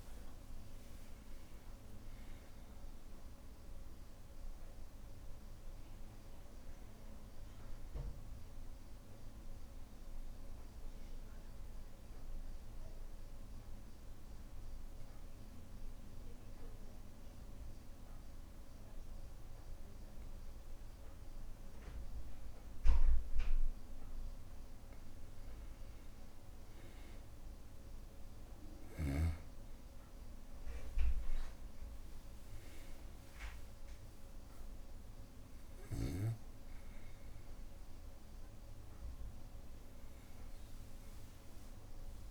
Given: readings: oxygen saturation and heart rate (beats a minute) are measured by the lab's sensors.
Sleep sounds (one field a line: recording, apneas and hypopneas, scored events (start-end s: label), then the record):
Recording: breathing in sleep, hard to hear, by a room microphone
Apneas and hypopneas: 1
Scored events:
0.00-21.00 s: oxygen desaturation (device-marked, oxygen 90% lowest, heart rate 61 extreme)
9.50-24.00 s: obstructive apnea (oxygen 99% before, 90% lowest, heart rate 77 before, 61 extreme, up 3 after)
28.00-32.00 s: arousal
33.00-42.31 s: oxygen desaturation (device-marked, oxygen 99% before, 94% lowest, heart rate 62 before, 62 extreme)
From the record:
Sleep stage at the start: N2 (light sleep)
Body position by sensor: on the back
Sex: male